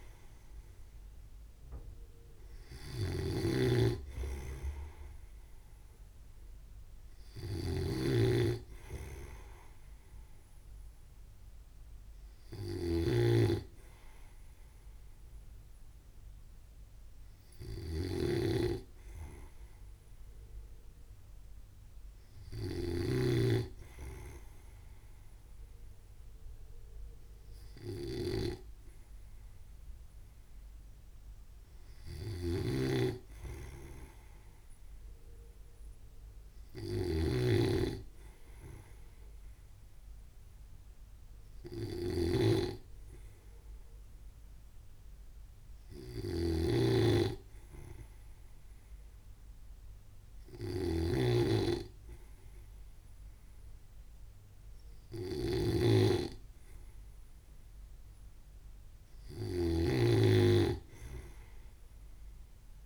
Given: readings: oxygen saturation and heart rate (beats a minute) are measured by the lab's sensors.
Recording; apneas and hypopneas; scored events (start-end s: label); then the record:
breathing in sleep by a room microphone; none
0.00-24.00 s: snoring (device-marked)
33.00-62.86 s: snoring (device-marked)
From the record:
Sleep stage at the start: N2 (light sleep); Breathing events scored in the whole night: 110 in 3.6 hours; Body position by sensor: on the right side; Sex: male